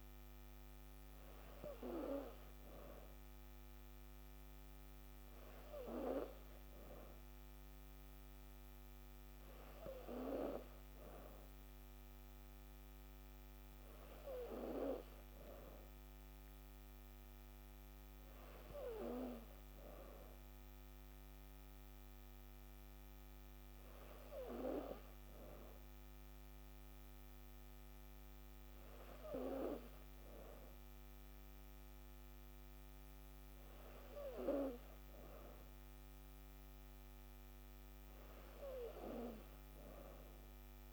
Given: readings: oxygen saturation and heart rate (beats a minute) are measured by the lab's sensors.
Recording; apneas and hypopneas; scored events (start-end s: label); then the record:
breathing in sleep by a microphone on the trachea; none
none scored
From the record:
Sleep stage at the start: N3 (deep sleep); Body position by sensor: on the back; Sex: female